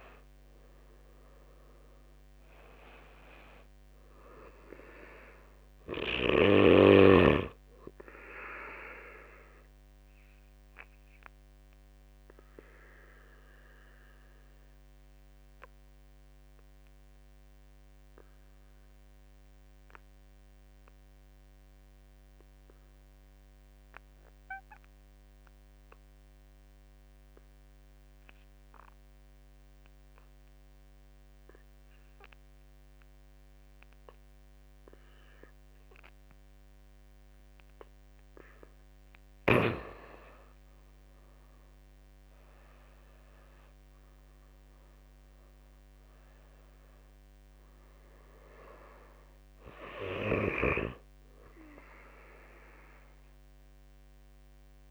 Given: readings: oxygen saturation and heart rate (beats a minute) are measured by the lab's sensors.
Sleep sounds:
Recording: breathing in sleep by a microphone on the trachea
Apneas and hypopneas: 1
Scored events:
0.00-26.50 s: oxygen desaturation (device-marked, oxygen 90% lowest, heart rate 46 extreme)
1.50-14.50 s: drop in pulse transit time (device-marked, heart rate 52 before, 48 extreme)
8.50-37.50 s: obstructive apnea (oxygen 98% before, 85% lowest, heart rate 55 before, 46 extreme, up 15 after)
28.50-54.91 s: oxygen desaturation (device-marked, oxygen 99% before, 85% lowest, heart rate 50 before, 47 extreme)
38.00-42.00 s: arousal
43.50-54.91 s: drop in pulse transit time (device-marked, heart rate 54 before, 58 extreme)
From the record:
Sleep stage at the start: N2 (light sleep)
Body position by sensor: on the back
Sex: male

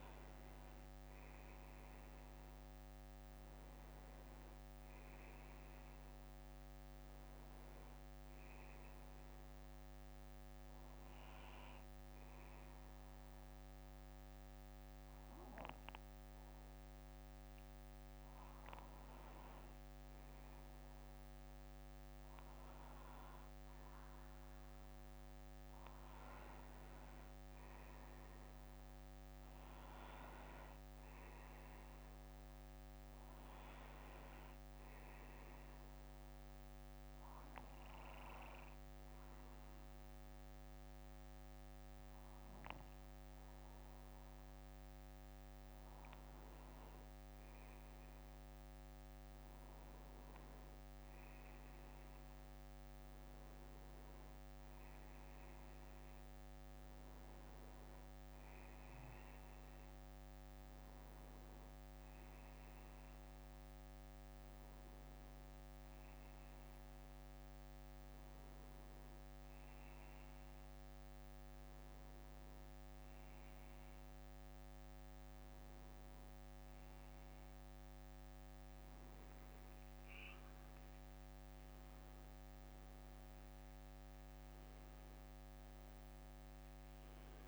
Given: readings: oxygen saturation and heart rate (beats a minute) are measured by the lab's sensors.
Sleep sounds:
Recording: breathing in sleep, hard to hear, by a microphone on the trachea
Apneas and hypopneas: none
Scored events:
11.50-13.50 s: bradycardia (device-marked, heart rate 63 before, 60 extreme)
20.50-22.50 s: bradycardia (device-marked, heart rate 63 before, 68 extreme)
38.50-41.50 s: bradycardia (device-marked, heart rate 63 before, 60 extreme)
50.50-87.48 s: new sleep stage, N1 (lightest sleep)
51.00-55.50 s: arousal
From the record:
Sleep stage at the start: N2 (light sleep)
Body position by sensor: on the back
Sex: male

